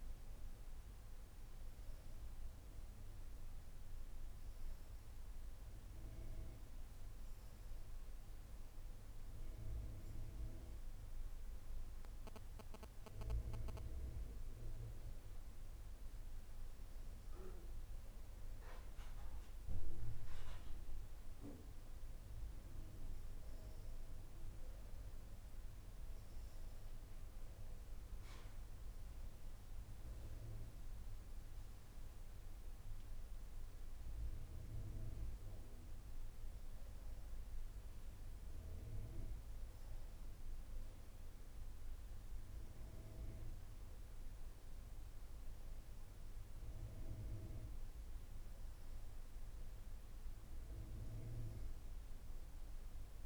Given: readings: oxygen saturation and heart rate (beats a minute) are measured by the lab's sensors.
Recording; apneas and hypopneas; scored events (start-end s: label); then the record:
breathing in sleep by a room microphone; none
none scored
From the record:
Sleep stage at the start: N2 (light sleep); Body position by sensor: upright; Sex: female